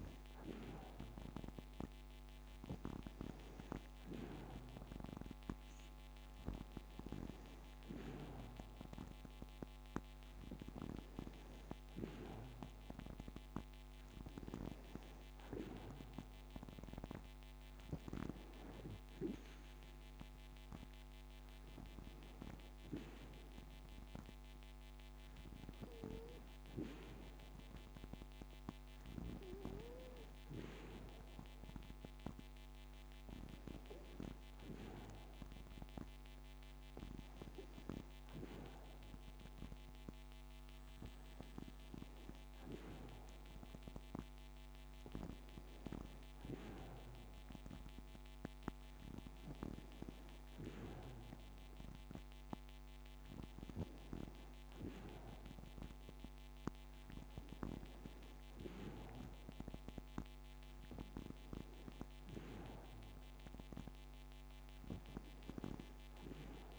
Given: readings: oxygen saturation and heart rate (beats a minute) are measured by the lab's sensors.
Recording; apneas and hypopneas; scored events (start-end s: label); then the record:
breathing in sleep by a microphone on the trachea; none
52.50-56.50 s: arousal
From the record:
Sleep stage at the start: N2 (light sleep); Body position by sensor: on the back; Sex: female